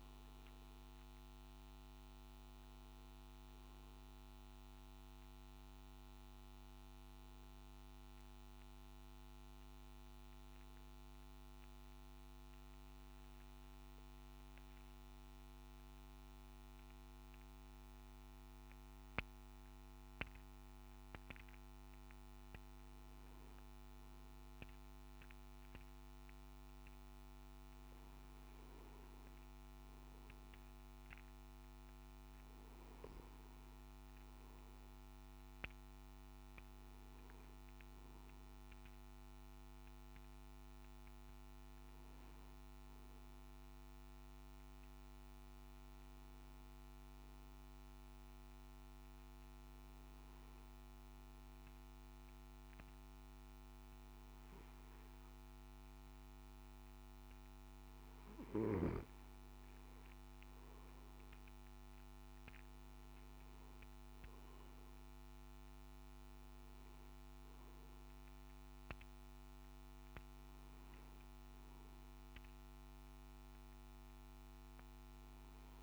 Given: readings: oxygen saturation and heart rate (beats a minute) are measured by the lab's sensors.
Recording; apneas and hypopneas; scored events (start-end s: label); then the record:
breathing in sleep, hard to hear, by a microphone on the trachea; 2
0.00-20.50 s: oxygen desaturation (device-marked, oxygen 87% lowest, heart rate 50 extreme)
13.00-27.00 s: hypopnea (oxygen 96% before, 87% lowest, heart rate 62 before, 50 extreme, up 2 after)
45.50-58.50 s: obstructive apnea (oxygen 99% before, 95% lowest, heart rate 54 before, 52 extreme, up 5 after)
From the record:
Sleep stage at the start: N3 (deep sleep); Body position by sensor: on the back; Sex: male